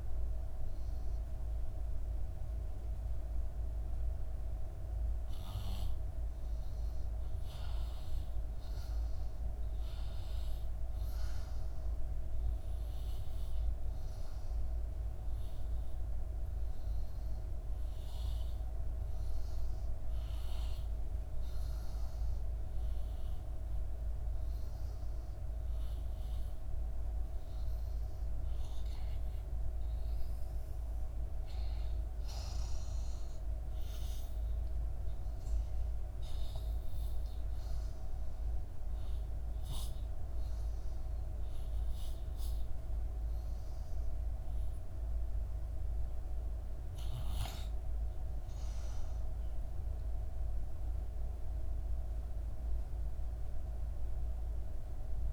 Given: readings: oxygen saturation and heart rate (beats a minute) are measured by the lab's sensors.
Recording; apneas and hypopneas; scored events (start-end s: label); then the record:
breathing in sleep, hard to hear, by a room microphone; none
0.00-7.00 s: oxygen desaturation (device-marked, oxygen 89% lowest, heart rate 67 extreme)
11.00-26.00 s: oxygen desaturation (device-marked, oxygen 92% before, 88% lowest, heart rate 69 before, 71 extreme)
From the record:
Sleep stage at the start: REM sleep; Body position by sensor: on the back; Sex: female